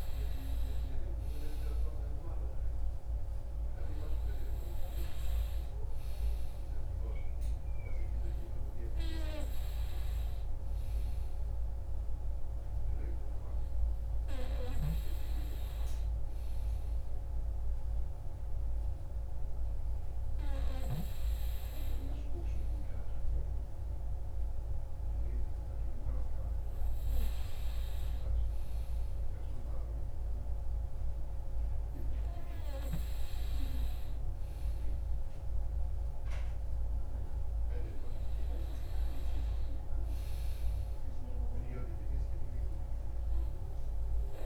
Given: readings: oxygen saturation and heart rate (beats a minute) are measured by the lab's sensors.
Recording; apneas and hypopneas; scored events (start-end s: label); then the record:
breathing in sleep by a room microphone; none
none scored
From the record:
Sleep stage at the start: N2 (light sleep); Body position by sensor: on the back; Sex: male